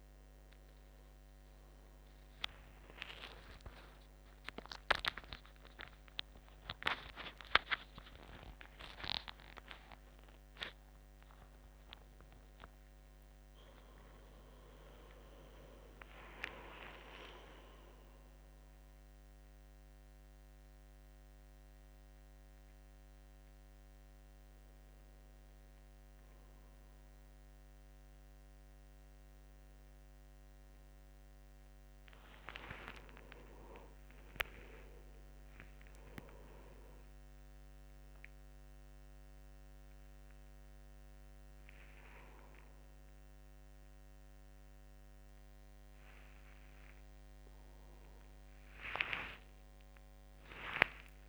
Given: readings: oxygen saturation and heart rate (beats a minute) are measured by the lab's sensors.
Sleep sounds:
a person awake in a sleep study, by a microphone on the trachea; none
none scored
From the record:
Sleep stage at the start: awake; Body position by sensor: on the back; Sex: male

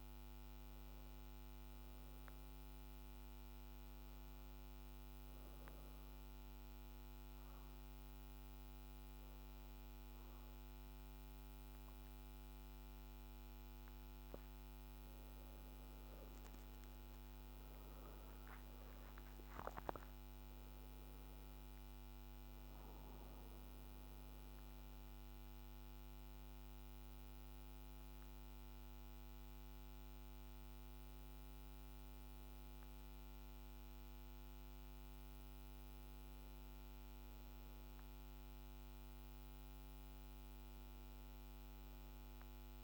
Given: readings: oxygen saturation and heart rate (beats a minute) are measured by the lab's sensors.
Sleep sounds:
breathing in sleep, hard to hear, by a microphone on the trachea; 1
2.00-15.50 s: obstructive apnea (oxygen 97% before, 81% lowest, heart rate 53 before, 49 extreme, up 3 after)
4.00-36.00 s: oxygen desaturation (device-marked, oxygen 97% before, 81% lowest, heart rate 53 before, 49 extreme)
18.50-22.00 s: arousal
From the record:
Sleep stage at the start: REM sleep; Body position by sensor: on the back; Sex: female

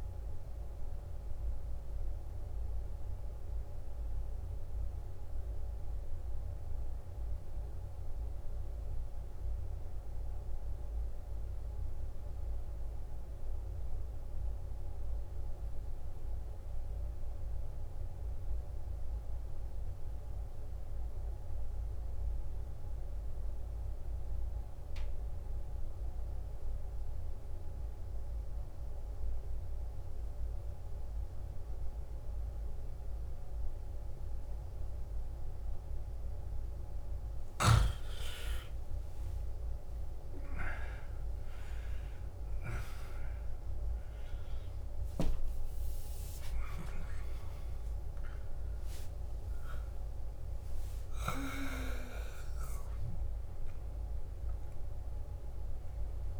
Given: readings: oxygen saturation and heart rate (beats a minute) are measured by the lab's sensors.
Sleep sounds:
breathing in sleep by a room microphone; 1
0.00-7.50 s: oxygen desaturation (device-marked, oxygen 86% lowest, heart rate 55 extreme)
0.50-37.00 s: mixed apnea (oxygen 97% before, 83% lowest, heart rate 68 before, 55 extreme, up 16 after)
23.50-56.40 s: oxygen desaturation (device-marked, oxygen 97% before, 83% lowest, heart rate 56 before, 55 extreme)
38.50-42.50 s: arousal
From the record:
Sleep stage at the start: N2 (light sleep); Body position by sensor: on the back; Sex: male

